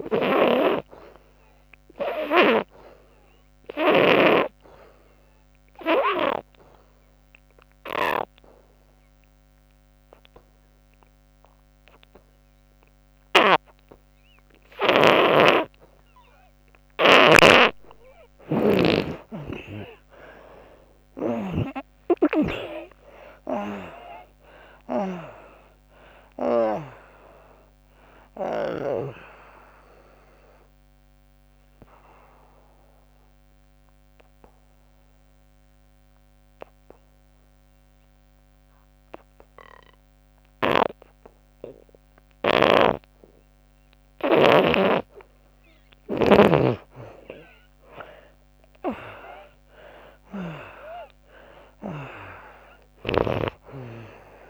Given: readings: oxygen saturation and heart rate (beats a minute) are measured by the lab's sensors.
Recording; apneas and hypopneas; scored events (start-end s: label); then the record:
breathing in sleep by a microphone on the trachea; 2
0.00-1.50 s: arousal
3.00-45.00 s: oxygen desaturation (device-marked, oxygen 97% before, 73% lowest, heart rate 79 before, 70 extreme)
5.50-16.50 s: obstructive apnea (oxygen 97% before, 73% lowest, heart rate 75 before, 70 extreme, up 46 after)
18.00-25.00 s: snoring (device-marked)
20.00-24.00 s: arousal
30.50-44.00 s: obstructive apnea (oxygen 97% before, 73% lowest, heart rate 91 before, 77 extreme, up 20 after)
47.50-51.00 s: arousal
53.00-54.50 s: oxygen desaturation (device-marked, oxygen 99% before, 79% lowest, heart rate 100 before, 80 extreme)
From the record:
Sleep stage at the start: N2 (light sleep); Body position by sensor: on the back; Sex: female